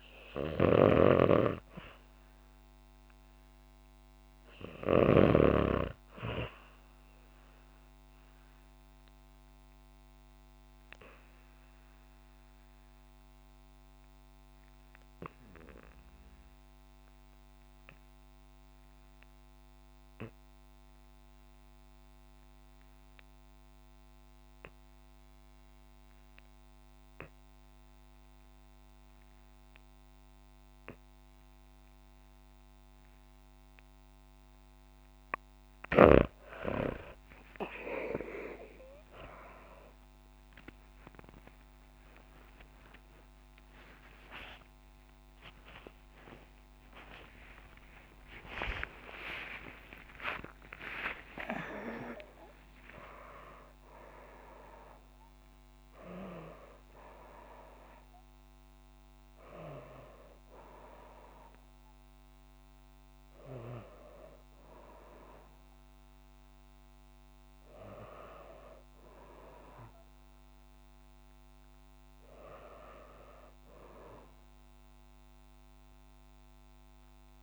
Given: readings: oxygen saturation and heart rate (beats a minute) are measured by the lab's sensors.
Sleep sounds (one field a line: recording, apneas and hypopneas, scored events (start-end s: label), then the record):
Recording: a person partly awake in a sleep study, by a microphone on the trachea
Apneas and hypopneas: 1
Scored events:
0.00-1.50 s: oxygen desaturation (device-marked, oxygen 90% lowest, heart rate 54 extreme)
0.00-5.00 s: snoring (device-marked)
9.00-35.00 s: obstructive apnea (oxygen 98% before, 81% lowest, heart rate 59 before, 52 extreme, up 17 after)
25.50-61.50 s: oxygen desaturation (device-marked, oxygen 97% before, 84% lowest, heart rate 57 before, 52 extreme)
49.50-77.43 s: new sleep stage, awake
From the record:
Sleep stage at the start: REM sleep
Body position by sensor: on the back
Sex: female